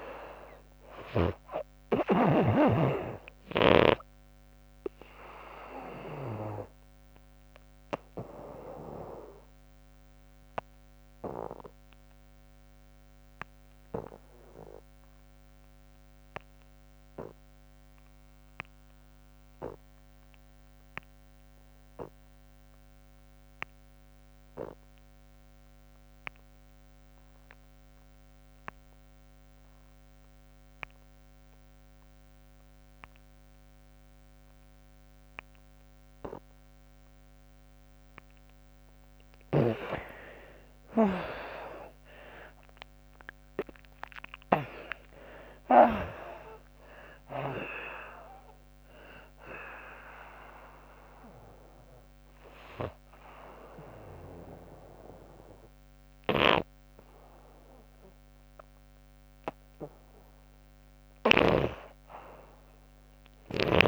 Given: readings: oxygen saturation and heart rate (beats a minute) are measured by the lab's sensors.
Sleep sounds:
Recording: breathing in sleep by a microphone on the trachea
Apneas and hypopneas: 1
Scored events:
0.00-15.50 s: oxygen desaturation (device-marked, oxygen 56% lowest, heart rate 70 extreme)
6.00-37.00 s: obstructive apnea (oxygen 93% before, 50% lowest, heart rate 86 before, 70 extreme, up 54 after)
17.50-63.50 s: oxygen desaturation (device-marked, oxygen 95% before, 50% lowest, heart rate 95 before, 70 extreme)
40.50-46.00 s: arousal
From the record:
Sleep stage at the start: REM sleep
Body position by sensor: on the back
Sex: female

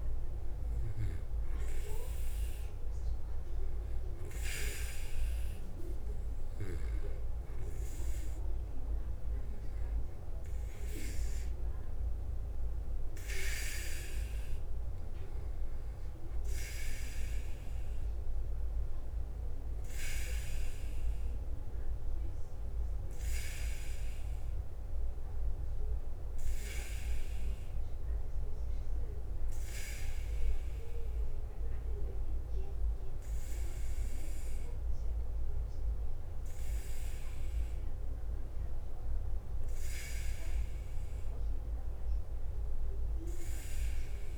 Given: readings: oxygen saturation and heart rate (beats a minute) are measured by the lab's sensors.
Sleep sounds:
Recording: breathing in sleep by a room microphone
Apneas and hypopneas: none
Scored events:
0.00-44.38 s: bradycardia (device-marked, heart rate 50 extreme)
35.50-43.50 s: oxygen desaturation (device-marked, oxygen 97% before, 93% lowest, heart rate 52 before, 46 extreme)
38.50-42.50 s: arousal
From the record:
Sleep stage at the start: REM sleep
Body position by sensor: on the back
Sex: male

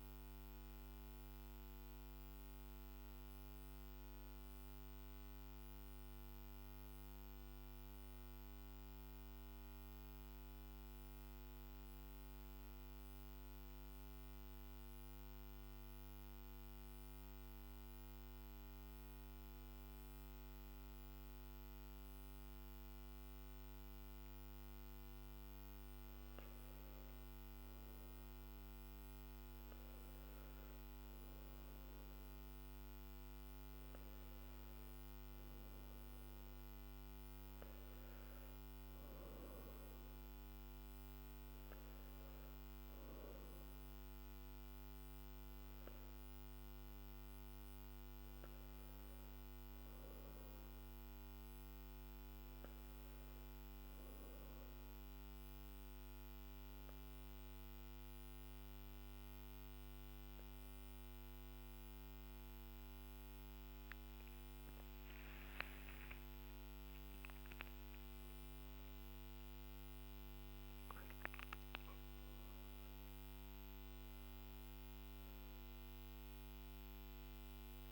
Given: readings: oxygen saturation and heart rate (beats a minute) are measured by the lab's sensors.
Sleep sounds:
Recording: breathing in sleep, hard to hear, by a microphone on the trachea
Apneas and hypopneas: 1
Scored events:
0.00-6.50 s: oxygen desaturation (device-marked, oxygen 94% lowest, heart rate 48 extreme)
7.50-26.50 s: obstructive apnea (oxygen 97% before, 94% lowest, heart rate 55 before, 48 extreme, up 7 after)
From the record:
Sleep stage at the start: N3 (deep sleep)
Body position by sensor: on the back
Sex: male

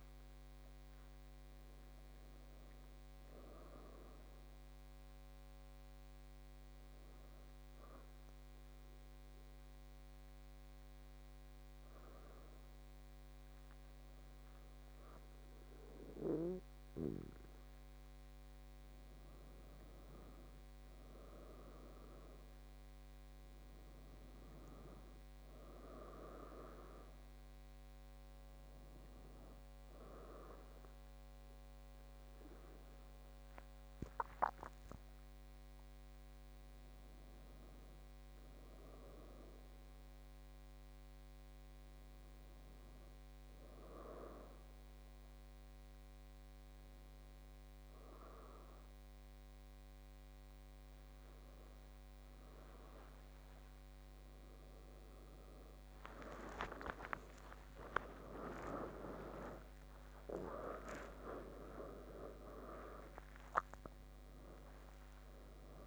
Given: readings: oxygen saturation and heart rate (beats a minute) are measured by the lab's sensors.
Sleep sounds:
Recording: breathing in sleep by a microphone on the trachea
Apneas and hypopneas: 2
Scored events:
9.50-20.00 s: hypopnea (oxygen 100% before, 96% lowest, heart rate 68 before, 67 extreme, up 5 after)
21.00-26.00 s: arousal
43.50-53.50 s: hypopnea (oxygen 98% before, 96% lowest, heart rate 70 before, 69 extreme)
50.00-65.87 s: new sleep stage, awake
From the record:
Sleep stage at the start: N2 (light sleep)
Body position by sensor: on the back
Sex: female

